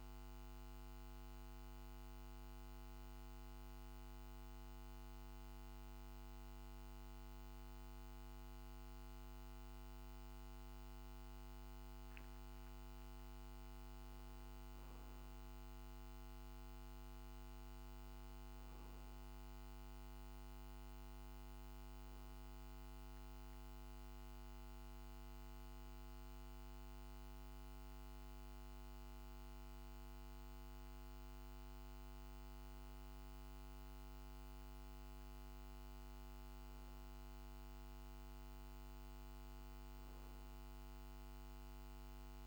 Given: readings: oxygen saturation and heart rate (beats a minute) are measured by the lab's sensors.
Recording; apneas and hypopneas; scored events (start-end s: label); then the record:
breathing in sleep, hard to hear, by a microphone on the trachea; 2
0.50-12.00 s: hypopnea (oxygen 97% before, 93% lowest, heart rate 51 before, 48 extreme, up 2 after)
14.00-17.50 s: arousal
24.50-36.50 s: hypopnea (oxygen 97% before, 92% lowest, heart rate 49 before, 48 extreme, up 2 after)
39.00-42.47 s: arousal
From the record:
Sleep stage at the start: N2 (light sleep); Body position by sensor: on the back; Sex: male